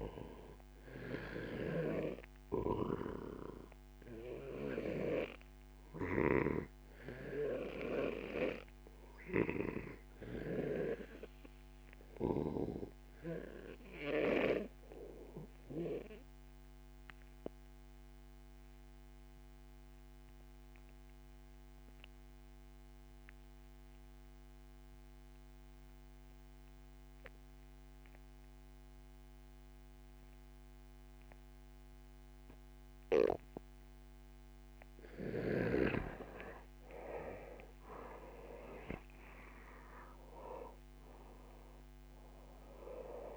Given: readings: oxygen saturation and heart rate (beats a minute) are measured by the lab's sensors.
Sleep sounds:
breathing in sleep by a microphone on the trachea; 1
0.00-9.00 s: oxygen desaturation (device-marked, oxygen 84% lowest, heart rate 30 extreme)
15.00-32.00 s: obstructive apnea (oxygen 90% before, 85% lowest)
36.00-40.50 s: arousal
From the record:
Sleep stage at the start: REM sleep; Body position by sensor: on the back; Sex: male

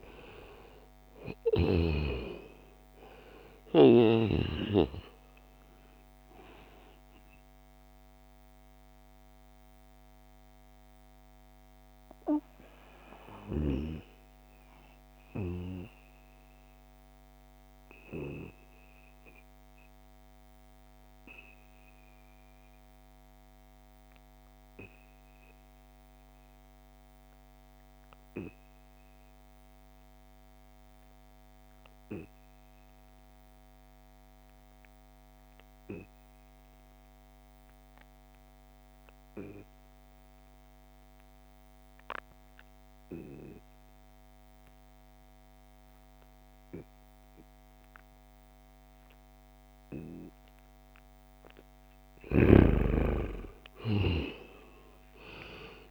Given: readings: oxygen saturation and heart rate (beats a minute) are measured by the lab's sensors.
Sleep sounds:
breathing in sleep by a microphone on the trachea; 1
0.00-19.50 s: oxygen desaturation (device-marked, oxygen 86% lowest, heart rate 62 extreme)
7.00-50.50 s: mixed apnea (oxygen 97% before, 85% lowest, heart rate 70 before, 61 extreme, up 12 after)
39.50-55.91 s: oxygen desaturation (device-marked, oxygen 96% before, 85% lowest, heart rate 66 before, 61 extreme)
51.50-55.00 s: arousal
51.50-55.91 s: snoring (device-marked)
From the record:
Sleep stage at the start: N2 (light sleep); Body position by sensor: on the back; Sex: male

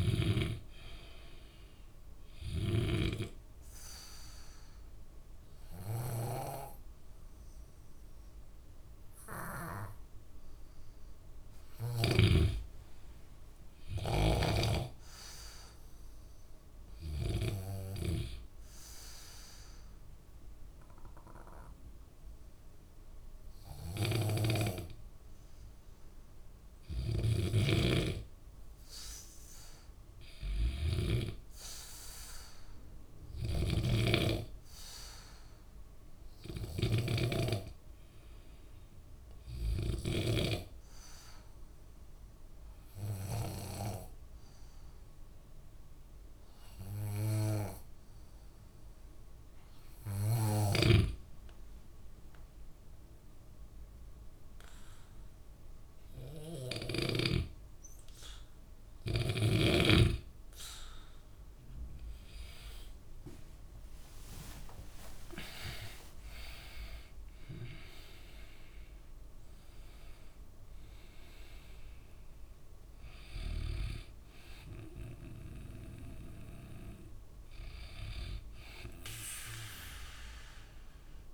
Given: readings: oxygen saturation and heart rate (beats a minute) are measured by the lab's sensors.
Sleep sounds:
breathing in sleep by a room microphone; 2
0.00-13.50 s: oxygen desaturation (device-marked, oxygen 90% lowest, heart rate 63 extreme)
17.00-28.00 s: obstructive apnea (oxygen 97% before, 89% lowest, heart rate 67 before, 63 extreme, up 5 after)
24.00-40.50 s: snoring (device-marked)
30.50-34.00 s: arousal
36.50-46.50 s: oxygen desaturation (device-marked, oxygen 95% before, 92% lowest, heart rate 66 before, 67 extreme)
41.50-58.00 s: obstructive apnea (oxygen 96% before, 89% lowest, heart rate 66 before, 64 extreme, up 21 after)
51.00-57.50 s: snoring (device-marked)
61.00-66.50 s: arousal
73.50-76.50 s: oxygen desaturation (device-marked, oxygen 92% before, 89% lowest, heart rate 80 before, 64 extreme)
From the record:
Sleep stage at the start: N2 (light sleep); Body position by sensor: on the back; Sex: male

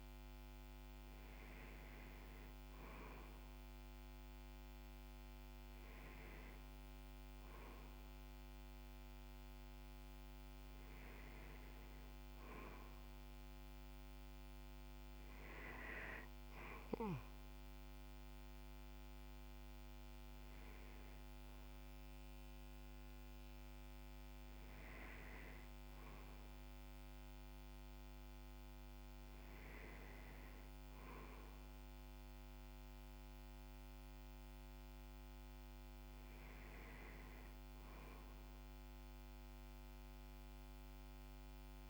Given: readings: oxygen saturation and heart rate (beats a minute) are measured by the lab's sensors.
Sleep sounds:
breathing in sleep, hard to hear, by a microphone on the trachea; none
none scored
From the record:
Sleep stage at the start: N2 (light sleep); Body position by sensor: on the back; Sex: male

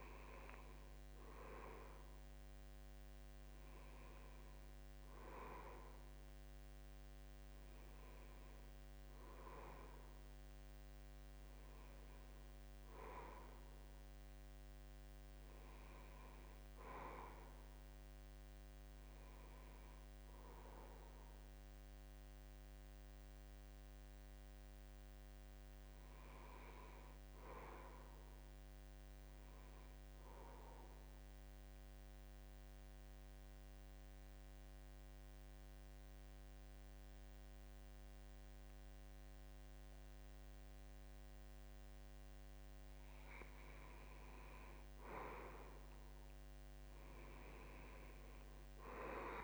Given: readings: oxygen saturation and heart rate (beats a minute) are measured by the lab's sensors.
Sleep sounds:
breathing in sleep by a microphone on the trachea; 1
20.50-24.50 s: arousal
31.00-43.50 s: central apnea (oxygen 93% before, 87% lowest, heart rate 75 before, 73 extreme, up 5 after)
47.50-49.44 s: oxygen desaturation (device-marked, oxygen 92% before, 87% lowest, heart rate 74 before, 73 extreme)
48.00-49.44 s: arousal
From the record:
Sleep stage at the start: N2 (light sleep); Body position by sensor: on the back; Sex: male

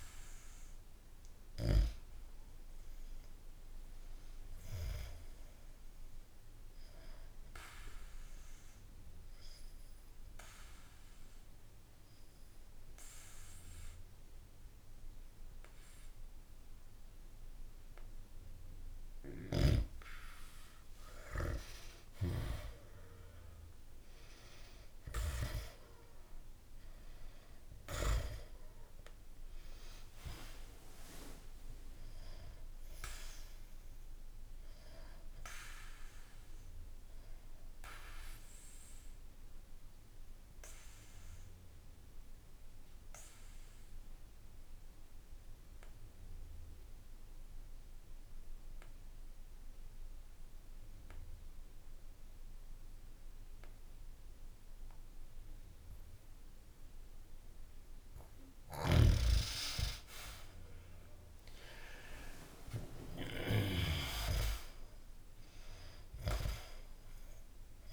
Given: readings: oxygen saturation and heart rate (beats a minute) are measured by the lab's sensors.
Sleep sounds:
breathing in sleep by a room microphone; 2
0.00-10.50 s: oxygen desaturation (device-marked, oxygen 93% lowest, heart rate 64 extreme)
6.50-19.50 s: obstructive apnea (oxygen 99% before, 90% lowest, heart rate 66 before, 64 extreme, up 1 after)
19.00-25.50 s: snoring (device-marked)
20.50-25.50 s: arousal
25.50-44.50 s: oxygen desaturation (device-marked, oxygen 98% before, 92% lowest, heart rate 68 before, 62 extreme)
37.00-57.00 s: obstructive apnea (oxygen 98% before, 89% lowest, heart rate 66 before, 62 extreme, up 1 after)
58.50-64.00 s: arousal
61.50-67.93 s: oxygen desaturation (device-marked, oxygen 97% before, 89% lowest, heart rate 65 before, 64 extreme)
From the record:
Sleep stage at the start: N2 (light sleep); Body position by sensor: on the back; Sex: male

